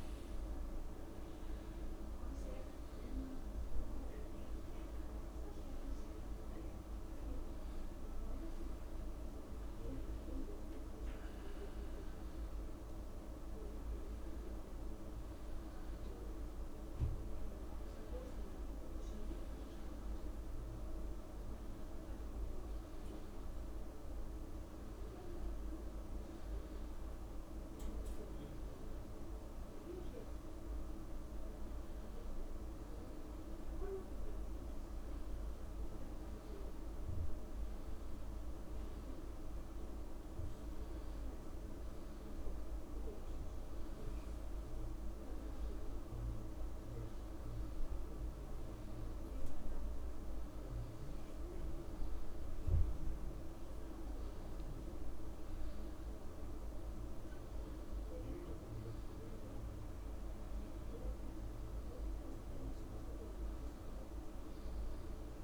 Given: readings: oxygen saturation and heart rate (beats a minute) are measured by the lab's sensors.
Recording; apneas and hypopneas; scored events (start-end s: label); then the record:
a person awake in a sleep study, hard to hear, by a room microphone; none
0.00-4.00 s: oxygen desaturation (device-marked, oxygen 92% lowest)
43.00-65.44 s: new sleep stage, N1 (lightest sleep)
From the record:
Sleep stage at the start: awake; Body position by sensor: on the back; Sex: male